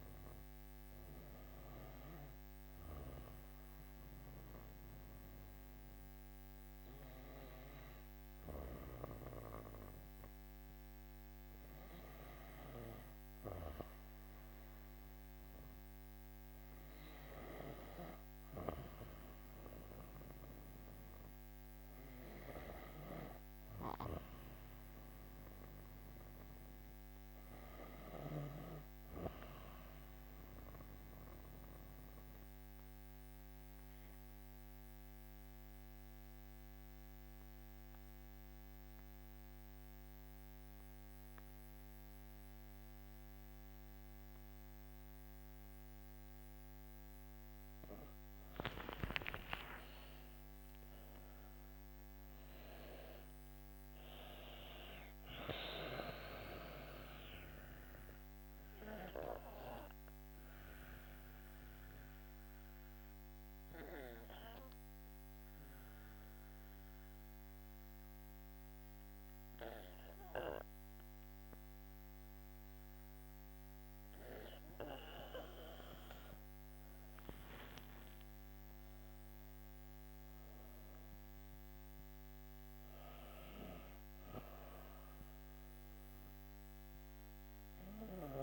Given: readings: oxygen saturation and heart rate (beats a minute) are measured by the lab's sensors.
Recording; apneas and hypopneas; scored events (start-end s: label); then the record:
breathing in sleep by a microphone on the trachea; 2
23.00-28.00 s: snoring (device-marked)
31.00-46.00 s: obstructive apnea (oxygen 97% before, 87% lowest, heart rate 62 before, 49 extreme, up 20 after)
48.00-52.00 s: arousal
55.50-71.50 s: oxygen desaturation (device-marked, oxygen 95% before, 87% lowest, heart rate 56 before, 53 extreme)
58.50-74.50 s: obstructive apnea (oxygen 95% before, 87% lowest, heart rate 58 before, 53 extreme, up 9 after)
76.00-80.50 s: arousal
83.50-88.43 s: oxygen desaturation (device-marked, oxygen 99% before, 92% lowest, heart rate 60 before, 53 extreme)
From the record:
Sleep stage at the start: N2 (light sleep); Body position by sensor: on the back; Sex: female